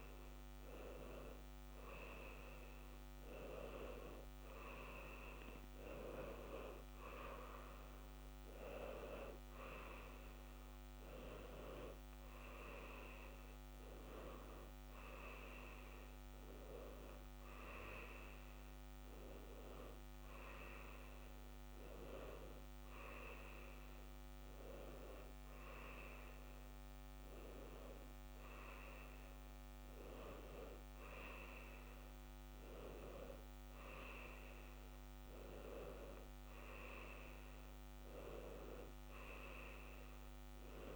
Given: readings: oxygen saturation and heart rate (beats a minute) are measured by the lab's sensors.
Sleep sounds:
a person awake in a sleep study, by a microphone on the trachea; none
none scored
From the record:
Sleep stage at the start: awake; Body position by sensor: on the back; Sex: male

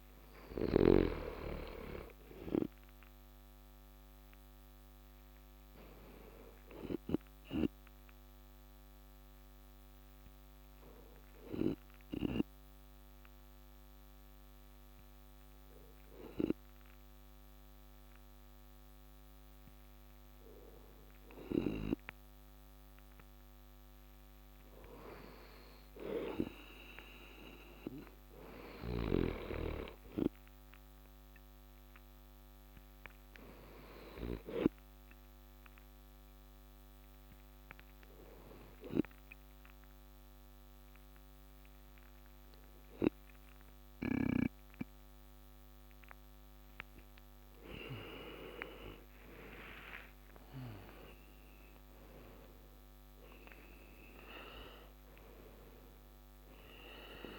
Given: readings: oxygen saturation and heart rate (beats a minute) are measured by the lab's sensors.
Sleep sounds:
breathing in sleep by a microphone on the trachea; 2
7.00-21.00 s: hypopnea (oxygen 95% before, 93% lowest)
24.50-28.50 s: arousal
34.00-46.00 s: hypopnea (oxygen 96% before, 93% lowest)
48.00-52.00 s: arousal
From the record:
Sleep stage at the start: N2 (light sleep); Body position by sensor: on the back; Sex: male

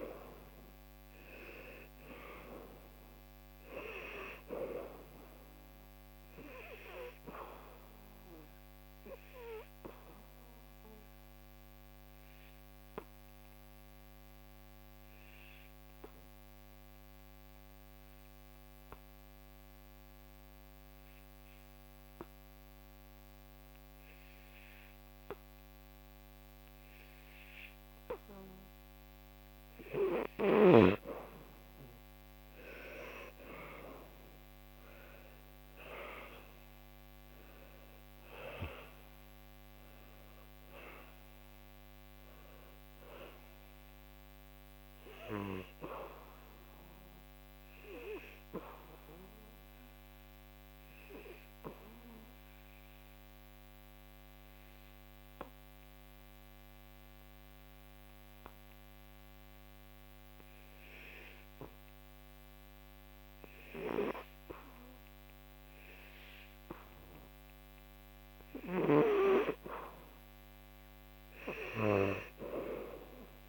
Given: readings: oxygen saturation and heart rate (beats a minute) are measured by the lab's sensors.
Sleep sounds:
breathing in sleep by a microphone on the trachea; 2
0.00-1.00 s: arousal
0.00-21.00 s: oxygen desaturation (device-marked, oxygen 98% before, 89% lowest, heart rate 75 before, 69 extreme)
8.50-30.00 s: obstructive apnea (oxygen 99% before, 86% lowest, heart rate 75 before, 69 extreme, up 8 after)
31.00-57.00 s: oxygen desaturation (device-marked, oxygen 97% before, 86% lowest, heart rate 72 before, 70 extreme)
32.00-36.00 s: arousal
48.00-67.50 s: obstructive apnea (oxygen 97% before, 86% lowest, heart rate 77 before, 70 extreme, up 1 after)
69.00-73.49 s: oxygen desaturation (device-marked, oxygen 98% before, 90% lowest, heart rate 76 before, 68 extreme)
70.00-73.00 s: arousal
From the record:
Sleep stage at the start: N2 (light sleep); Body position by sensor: on the back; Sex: male

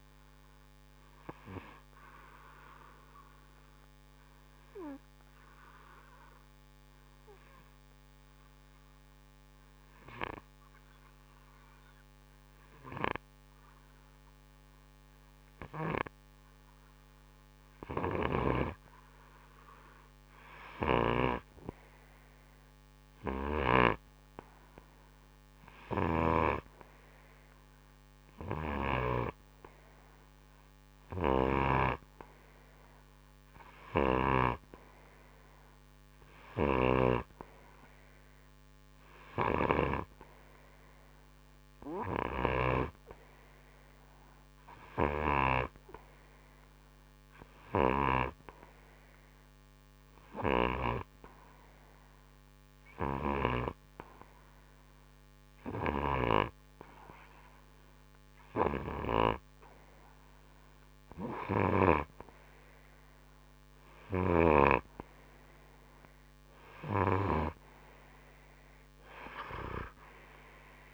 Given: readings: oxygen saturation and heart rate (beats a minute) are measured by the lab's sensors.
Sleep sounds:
breathing in sleep by a microphone on the trachea; 2
1.50-17.00 s: obstructive apnea (oxygen 92% before, 91% lowest, heart rate 63 before, 59 extreme, up 4 after)
21.00-24.50 s: arousal
26.50-48.50 s: oxygen desaturation (device-marked, oxygen 97% before, 91% lowest, heart rate 61 before, 62 extreme)
51.00-62.00 s: hypopnea (oxygen 96% before, 92% lowest, heart rate 66 before, 60 extreme, up 3 after)
65.50-69.00 s: arousal
From the record:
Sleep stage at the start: N2 (light sleep); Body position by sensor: on the right side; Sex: male

